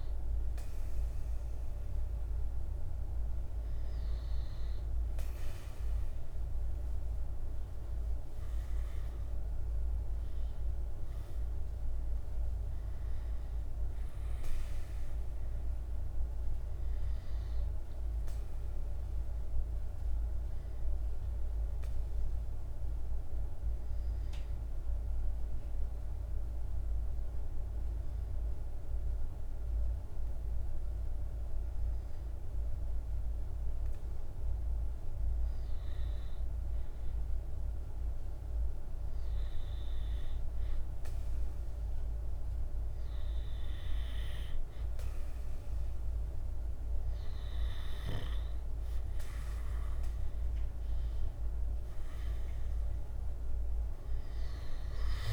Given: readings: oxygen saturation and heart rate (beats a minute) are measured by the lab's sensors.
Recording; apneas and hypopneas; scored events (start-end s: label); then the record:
breathing in sleep, hard to hear, by a room microphone; 1
8.00-13.00 s: arousal
21.50-38.00 s: hypopnea (oxygen 97% before, 93% lowest, heart rate 52 before, 49 extreme, up 1 after)
39.50-44.00 s: arousal
41.50-55.33 s: oxygen desaturation (device-marked, oxygen 97% before, 94% lowest, heart rate 49 before, 49 extreme)
From the record:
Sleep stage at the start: N2 (light sleep); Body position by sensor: on the right side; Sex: male